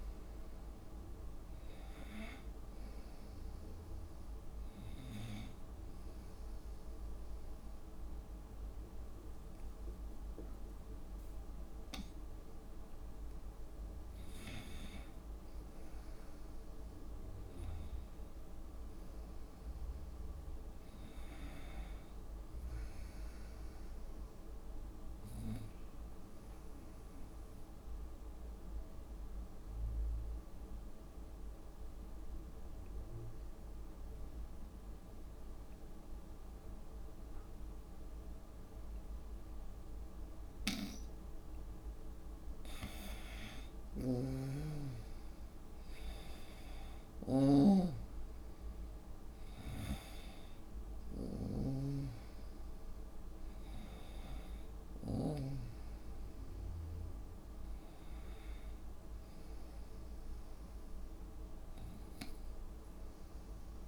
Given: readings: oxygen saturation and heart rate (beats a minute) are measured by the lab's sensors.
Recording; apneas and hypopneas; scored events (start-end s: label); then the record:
breathing in sleep by a room microphone; 2
0.00-17.50 s: oxygen desaturation (device-marked, oxygen 85% lowest, heart rate 60 extreme)
5.50-15.50 s: obstructive apnea (oxygen 99% before, 86% lowest, heart rate 74 before, 63 extreme, up 6 after)
10.00-12.00 s: long interval between heartbeats (device-marked, heart rate 73 before, 66 extreme)
17.50-22.50 s: arousal
25.50-43.00 s: obstructive apnea (oxygen 98% before, 85% lowest, heart rate 65 before, 63 extreme, up 8 after)
43.50-63.88 s: oxygen desaturation (device-marked, oxygen 96% before, 90% lowest, heart rate 65 before, 63 extreme)
44.00-55.50 s: snoring (device-marked)
45.00-48.50 s: arousal
From the record:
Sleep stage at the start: N2 (light sleep); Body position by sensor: on the right side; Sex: female